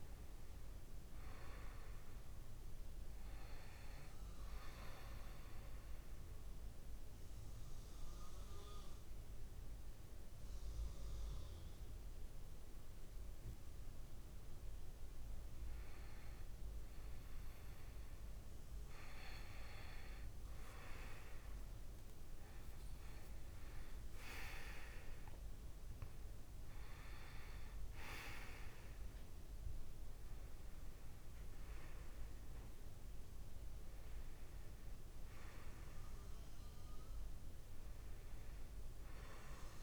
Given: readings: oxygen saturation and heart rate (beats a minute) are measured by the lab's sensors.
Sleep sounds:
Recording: breathing in sleep by a room microphone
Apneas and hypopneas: 1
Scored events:
5.00-19.50 s: obstructive apnea (oxygen 97% before, 94% lowest, heart rate 63 before, 57 extreme, up 10 after)
21.00-34.00 s: oxygen desaturation (device-marked, oxygen 97% before, 94% lowest, heart rate 58 before, 57 extreme)
22.00-26.50 s: arousal
From the record:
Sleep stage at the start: N2 (light sleep)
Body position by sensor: on the back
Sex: male

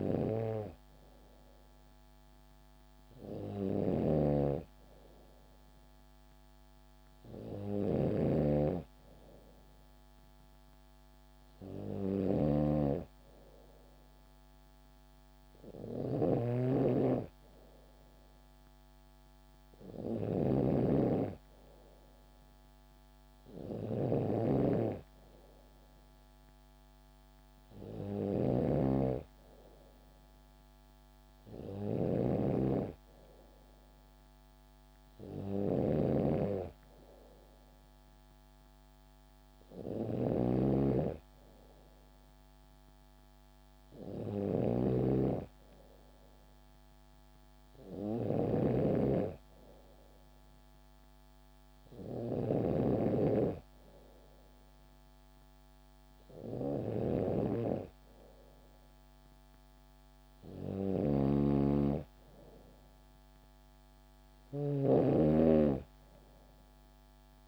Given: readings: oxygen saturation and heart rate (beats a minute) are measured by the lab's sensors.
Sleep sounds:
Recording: breathing in sleep by a microphone on the trachea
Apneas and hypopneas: none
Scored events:
0.00-67.48 s: snoring (device-marked)
From the record:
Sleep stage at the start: N3 (deep sleep)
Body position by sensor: on the back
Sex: female

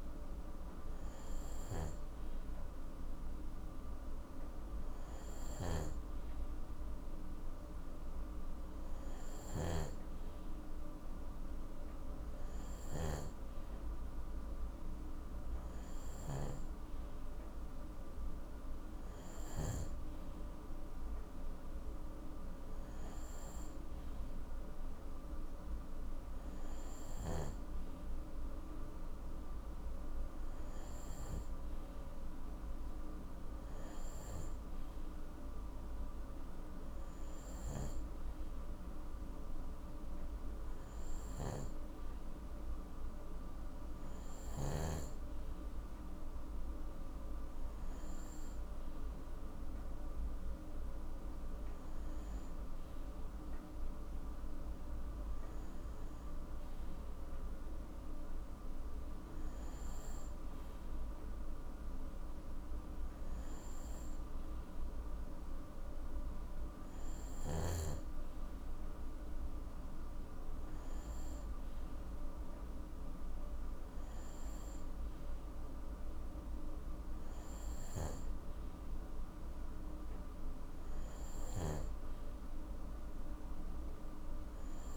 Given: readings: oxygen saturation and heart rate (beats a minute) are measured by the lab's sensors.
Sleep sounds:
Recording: breathing in sleep, hard to hear, by a room microphone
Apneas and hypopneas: none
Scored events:
5.00-13.00 s: snoring (device-marked)
From the record:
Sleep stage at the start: N2 (light sleep)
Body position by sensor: on the right side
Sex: male

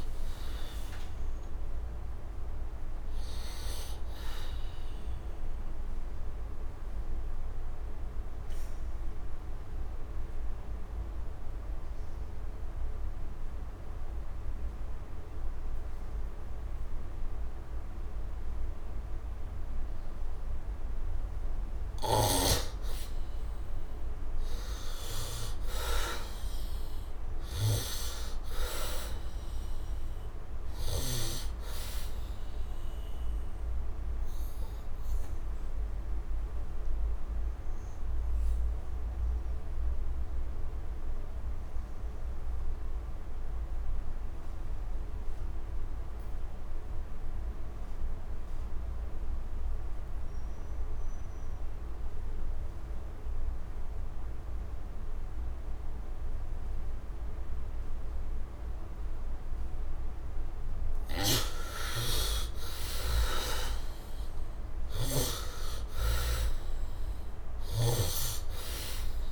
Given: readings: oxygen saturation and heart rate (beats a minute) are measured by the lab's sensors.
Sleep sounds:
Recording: breathing in sleep by a room microphone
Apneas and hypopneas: 2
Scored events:
0.00-3.50 s: oxygen desaturation (device-marked, oxygen 73% lowest, heart rate 65 extreme)
7.00-20.50 s: obstructive apnea (oxygen 100% before, 78% lowest, heart rate 93 before, 63 extreme, up 15 after)
23.00-27.50 s: arousal
30.50-48.50 s: oxygen desaturation (device-marked, oxygen 98% before, 82% lowest, heart rate 71 before, 63 extreme)
33.50-58.50 s: obstructive apnea (oxygen 100% before, 74% lowest, heart rate 72 before, 63 extreme, up 10 after)
57.50-69.32 s: oxygen desaturation (device-marked, oxygen 99% before, 76% lowest, heart rate 68 before, 67 extreme)
61.50-66.00 s: arousal
67.00-69.32 s: snoring (device-marked)
From the record:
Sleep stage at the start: N2 (light sleep)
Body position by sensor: on the back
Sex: male

